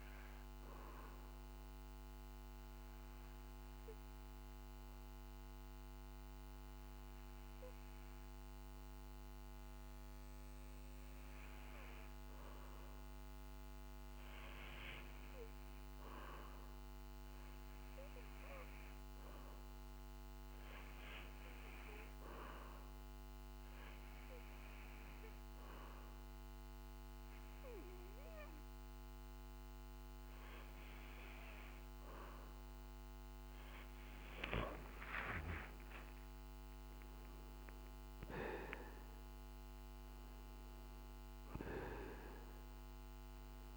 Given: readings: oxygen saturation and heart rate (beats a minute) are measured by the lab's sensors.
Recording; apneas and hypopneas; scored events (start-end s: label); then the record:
breathing in sleep by a microphone on the trachea; 1
2.50-32.50 s: obstructive apnea (oxygen 99% before, 92% lowest, heart rate 49 before, 48 extreme, up 6 after)
34.50-39.00 s: arousal
From the record:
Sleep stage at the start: REM sleep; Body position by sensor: on the back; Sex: male